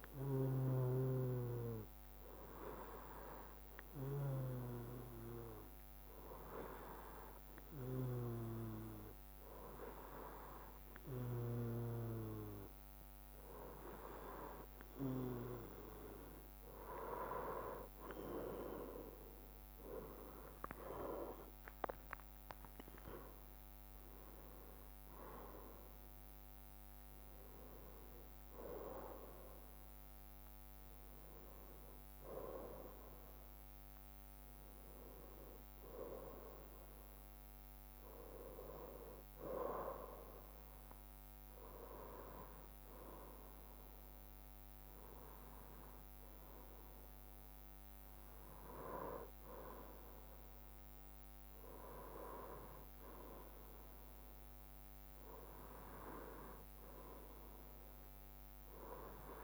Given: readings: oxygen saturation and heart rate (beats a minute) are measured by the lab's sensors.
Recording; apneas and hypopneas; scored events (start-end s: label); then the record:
breathing in sleep by a microphone on the trachea; 1
3.00-16.00 s: hypopnea (oxygen 95% before, 94% lowest, heart rate 60 before, 61 extreme, up 7 after)
19.00-24.00 s: arousal
From the record:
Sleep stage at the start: N2 (light sleep); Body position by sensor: on the right side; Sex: male